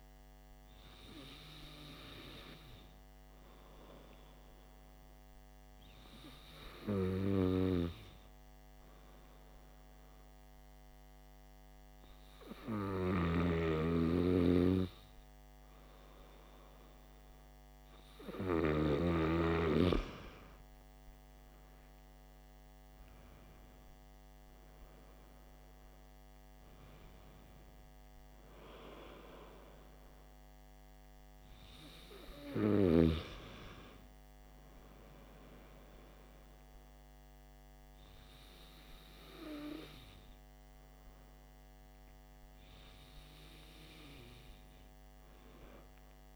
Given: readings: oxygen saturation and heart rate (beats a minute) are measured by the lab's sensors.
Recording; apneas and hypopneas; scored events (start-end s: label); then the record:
breathing in sleep by a microphone on the trachea; 1
1.50-17.00 s: hypopnea (oxygen 94% before, 93% lowest, heart rate 57 before, 53 extreme, up 10 after)
21.00-25.00 s: arousal
From the record:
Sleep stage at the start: N2 (light sleep); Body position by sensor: on the back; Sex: male